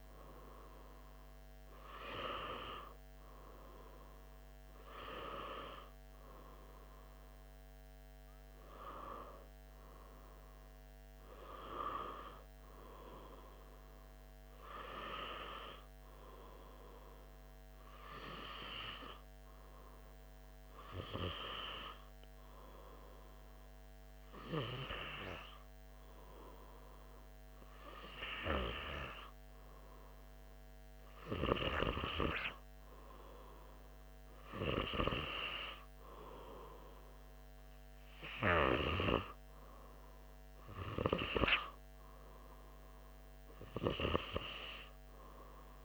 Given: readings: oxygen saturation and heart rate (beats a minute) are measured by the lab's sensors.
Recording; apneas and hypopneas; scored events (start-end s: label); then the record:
breathing in sleep by a microphone on the trachea; none
23.00-45.84 s: new sleep stage, N2 (light sleep)
From the record:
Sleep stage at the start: N1 (lightest sleep); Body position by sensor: on the right side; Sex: male